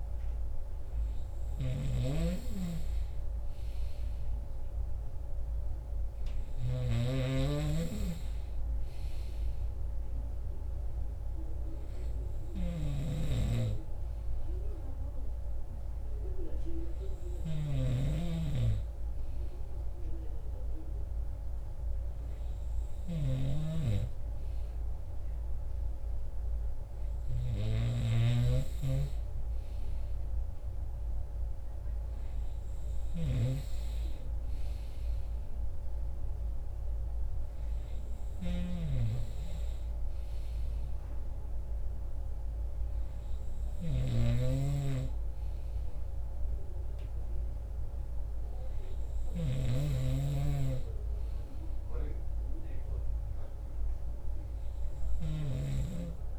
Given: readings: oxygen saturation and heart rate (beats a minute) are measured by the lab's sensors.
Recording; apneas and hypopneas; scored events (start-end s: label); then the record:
breathing in sleep by a room microphone; none
7.00-33.50 s: snoring (device-marked)
44.00-50.00 s: snoring (device-marked)
From the record:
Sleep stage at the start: N2 (light sleep); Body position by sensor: on the right side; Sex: male